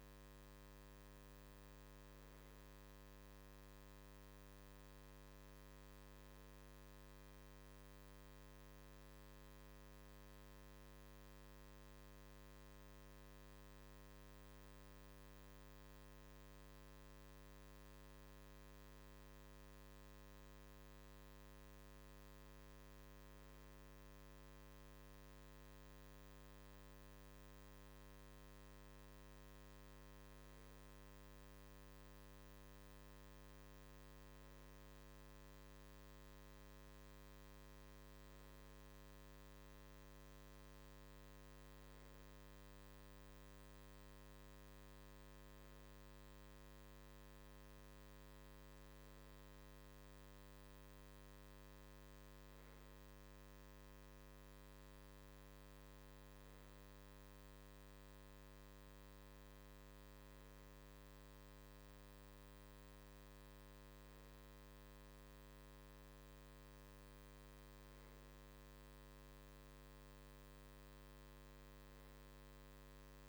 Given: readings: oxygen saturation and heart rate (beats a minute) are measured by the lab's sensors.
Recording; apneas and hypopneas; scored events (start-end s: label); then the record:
breathing in sleep, hard to hear, by a microphone on the trachea; 1
0.00-2.50 s: arousal
8.00-30.00 s: hypopnea (oxygen 96% before, 95% lowest, heart rate 57 before, 49 extreme, up 2 after)
31.50-36.00 s: arousal
From the record:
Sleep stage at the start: N2 (light sleep); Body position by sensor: on the right side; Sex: male